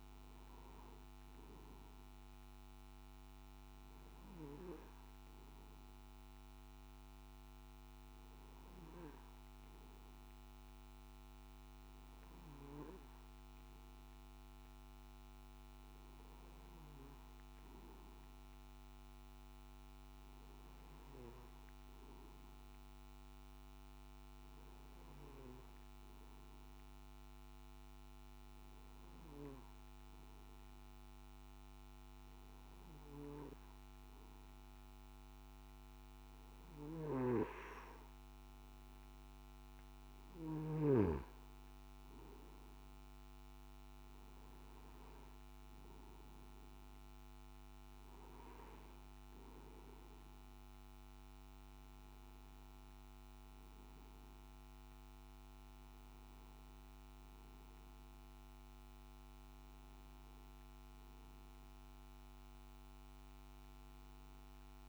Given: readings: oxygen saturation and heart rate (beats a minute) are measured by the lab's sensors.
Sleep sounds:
breathing in sleep by a microphone on the trachea; none
56.00-60.00 s: arousal
From the record:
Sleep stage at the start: N2 (light sleep); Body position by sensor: on the back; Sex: male

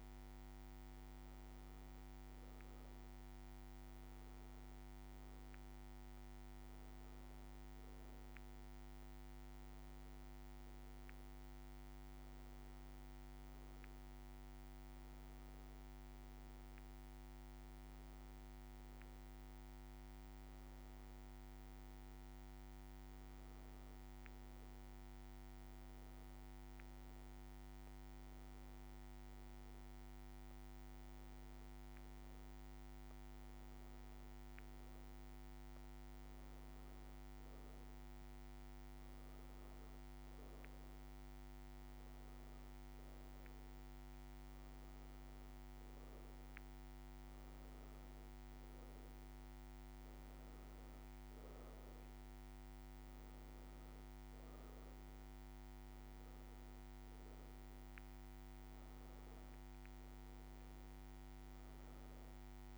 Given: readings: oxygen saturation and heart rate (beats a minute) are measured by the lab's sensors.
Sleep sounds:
breathing in sleep, hard to hear, by a microphone on the trachea; none
none scored
From the record:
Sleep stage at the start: N2 (light sleep); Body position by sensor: on the back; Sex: female

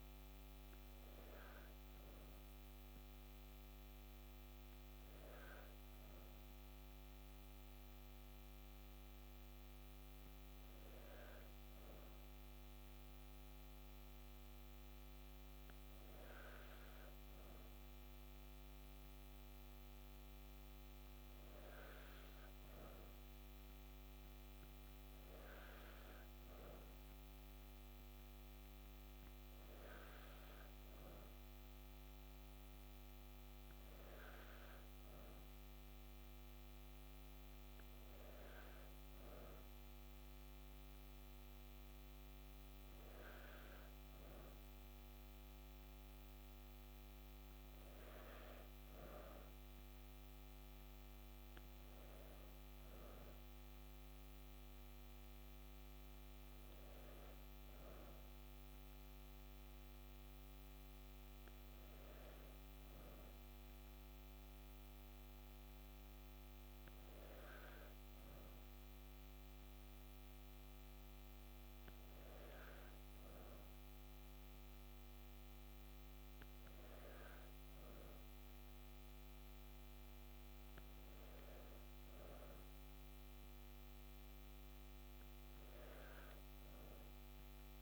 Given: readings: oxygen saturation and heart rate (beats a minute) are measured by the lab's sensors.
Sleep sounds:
breathing in sleep, hard to hear, by a microphone on the trachea; none
none scored
From the record:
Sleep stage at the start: N2 (light sleep); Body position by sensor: on the back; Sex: female

